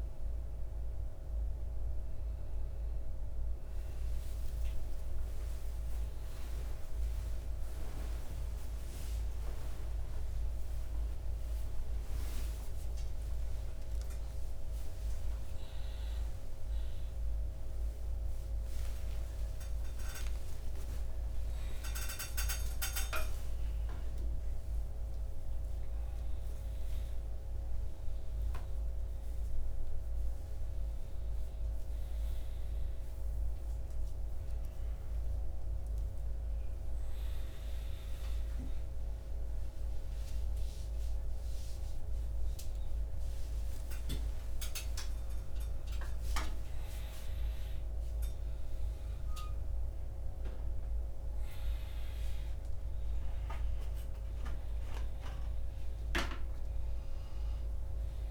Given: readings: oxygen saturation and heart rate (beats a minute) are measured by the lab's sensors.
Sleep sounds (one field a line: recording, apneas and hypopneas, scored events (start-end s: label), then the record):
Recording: a person awake in a sleep study, by a room microphone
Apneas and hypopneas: none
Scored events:
0.00-13.00 s: oxygen desaturation (device-marked, oxygen 83% lowest, heart rate 55 extreme)
33.00-38.00 s: oxygen desaturation (device-marked, oxygen 98% before, 92% lowest, heart rate 117 before, 63 extreme)
40.00-45.00 s: oxygen desaturation (device-marked, oxygen 97% before, 93% lowest, heart rate 103 before, 63 extreme)
From the record:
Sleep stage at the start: awake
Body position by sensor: upright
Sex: male